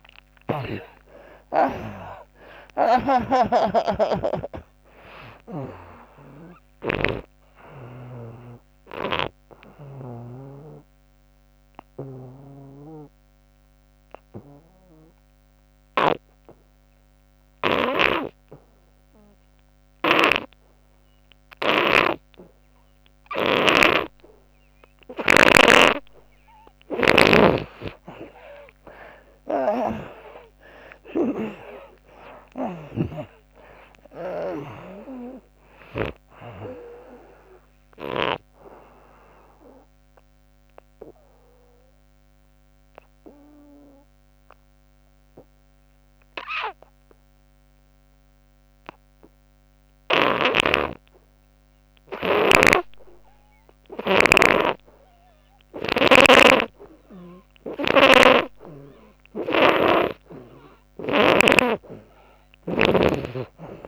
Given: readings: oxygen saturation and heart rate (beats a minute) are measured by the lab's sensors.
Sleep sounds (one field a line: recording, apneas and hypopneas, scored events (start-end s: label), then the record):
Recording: breathing in sleep by a microphone on the trachea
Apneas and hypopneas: 2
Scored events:
0.00-1.50 s: arousal
0.00-10.00 s: snoring (device-marked)
0.00-19.00 s: oxygen desaturation (device-marked, oxygen 76% lowest, heart rate 71 extreme)
9.50-26.00 s: obstructive apnea (oxygen 97% before, 76% lowest, heart rate 90 before, 66 extreme, up 35 after)
23.00-38.00 s: snoring (device-marked)
28.50-32.50 s: arousal
34.00-48.00 s: oxygen desaturation (device-marked, oxygen 98% before, 77% lowest, heart rate 82 before, 65 extreme)
38.00-58.50 s: obstructive apnea (oxygen 98% before, 77% lowest, heart rate 88 before, 65 extreme, up 54 after)
52.00-63.88 s: snoring (device-marked)
57.00-63.88 s: oxygen desaturation (device-marked, oxygen 98% before, 81% lowest, heart rate 82 before, 73 extreme)
From the record:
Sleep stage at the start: N2 (light sleep)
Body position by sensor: on the back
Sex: female